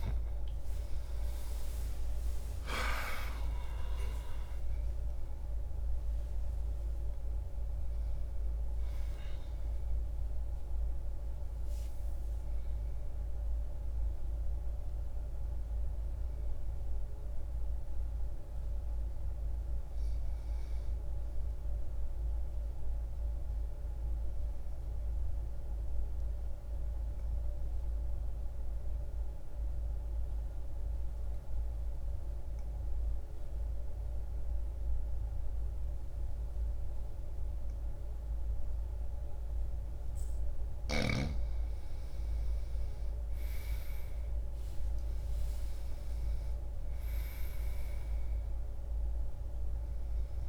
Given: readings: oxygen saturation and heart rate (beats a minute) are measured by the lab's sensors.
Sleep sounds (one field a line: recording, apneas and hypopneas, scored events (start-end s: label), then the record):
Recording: breathing in sleep, hard to hear, by a room microphone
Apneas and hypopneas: 1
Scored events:
0.00-11.50 s: oxygen desaturation (device-marked, oxygen 90% lowest, heart rate 61 extreme)
1.00-7.00 s: arousal
22.00-40.50 s: obstructive apnea (oxygen 97% before, 85% lowest, heart rate 75 before, 59 extreme, up 2 after)
22.50-34.50 s: oxygen desaturation (device-marked, oxygen 91% before, 87% lowest, heart rate 73 before, 59 extreme)
42.50-47.00 s: arousal
46.50-50.49 s: oxygen desaturation (device-marked, oxygen 99% before, 85% lowest, heart rate 61 before, 60 extreme)
From the record:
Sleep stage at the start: N2 (light sleep)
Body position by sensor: on the back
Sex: male